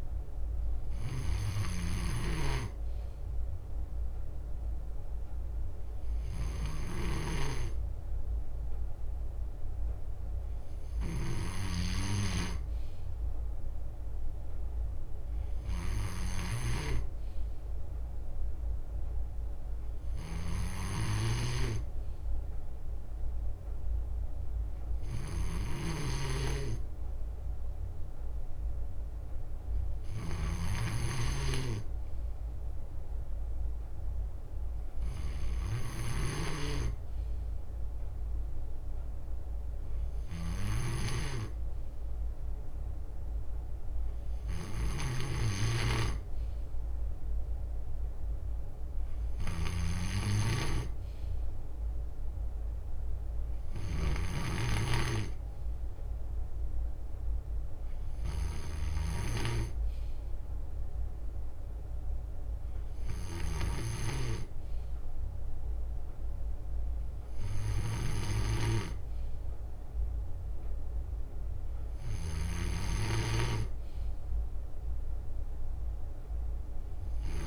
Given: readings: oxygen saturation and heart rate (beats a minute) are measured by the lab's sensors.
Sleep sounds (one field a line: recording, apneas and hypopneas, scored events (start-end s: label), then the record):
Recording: breathing in sleep by a room microphone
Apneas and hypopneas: none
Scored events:
0.00-3.50 s: leg movement (device-marked)
0.00-12.00 s: snoring (device-marked)
5.00-9.50 s: leg movement (device-marked)
19.50-25.50 s: leg movement (device-marked)
21.00-59.00 s: snoring (device-marked)
49.00-52.00 s: leg movement (device-marked)
72.00-77.47 s: snoring (device-marked)
From the record:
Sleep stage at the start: N2 (light sleep)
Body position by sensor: on the left side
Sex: male